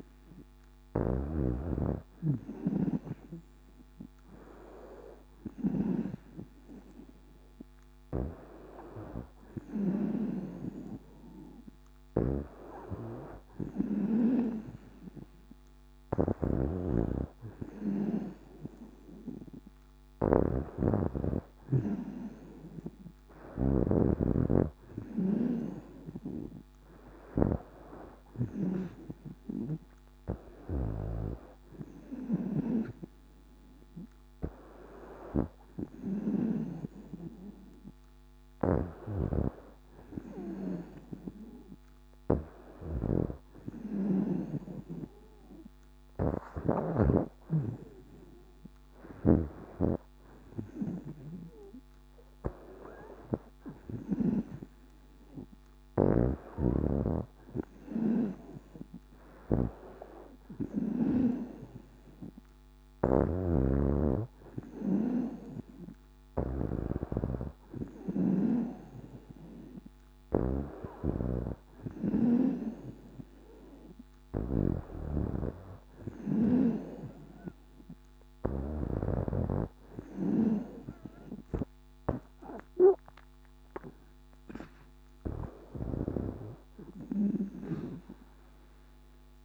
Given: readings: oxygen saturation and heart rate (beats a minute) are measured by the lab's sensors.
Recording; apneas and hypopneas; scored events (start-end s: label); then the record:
breathing in sleep by a microphone on the trachea; none
0.00-1.00 s: snoring (device-marked)
11.50-28.50 s: snoring (device-marked)
42.50-46.50 s: snoring (device-marked)
56.00-61.00 s: snoring (device-marked)
63.00-78.50 s: snoring (device-marked)
85.50-89.45 s: snoring (device-marked)
From the record:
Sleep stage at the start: N2 (light sleep); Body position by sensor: on the back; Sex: female